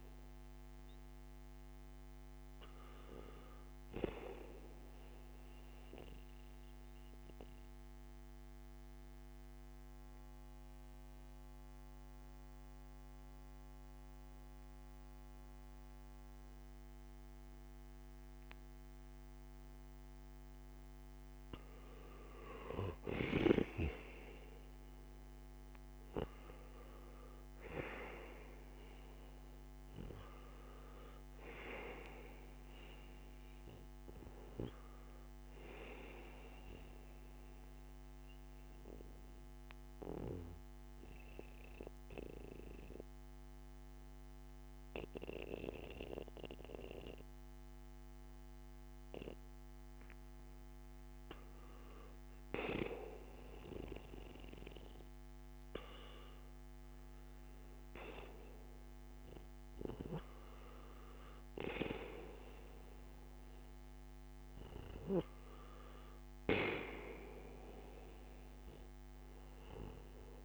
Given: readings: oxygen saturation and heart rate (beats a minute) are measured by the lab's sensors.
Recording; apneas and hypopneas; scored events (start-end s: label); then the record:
breathing in sleep by a microphone on the trachea; 2
6.50-21.50 s: mixed apnea (oxygen 96% before, 91% lowest, heart rate 60 before, 57 extreme, up 4 after)
23.50-28.50 s: arousal
29.50-50.50 s: oxygen desaturation (device-marked, oxygen 96% before, 91% lowest, heart rate 58 before, 56 extreme)
37.00-50.50 s: obstructive apnea (oxygen 96% before, 90% lowest, heart rate 59 before, 56 extreme, up 9 after)
53.50-58.50 s: arousal
66.50-70.45 s: oxygen desaturation (device-marked, oxygen 97% before, 93% lowest, heart rate 62 before, 55 extreme)
From the record:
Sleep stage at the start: N1 (lightest sleep); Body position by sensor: on the back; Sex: male